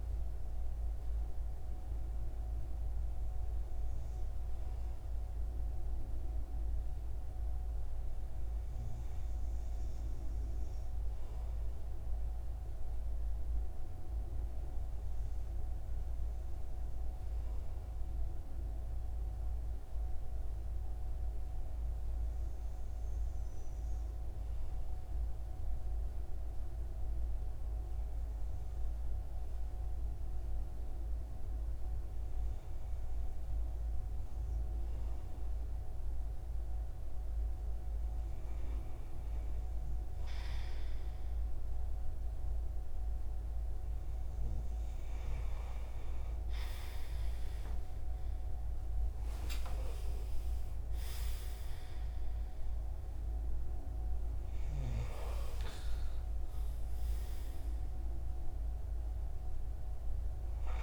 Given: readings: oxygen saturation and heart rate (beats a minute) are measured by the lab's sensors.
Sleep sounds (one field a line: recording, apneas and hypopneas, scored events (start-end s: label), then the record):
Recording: breathing in sleep, hard to hear, by a room microphone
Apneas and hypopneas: 1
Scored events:
18.00-35.00 s: hypopnea (oxygen 96% before, 93% lowest)
37.00-41.00 s: arousal
45.50-60.83 s: new sleep stage, N1 (lightest sleep)
From the record:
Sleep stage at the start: REM sleep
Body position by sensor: on the right side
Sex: male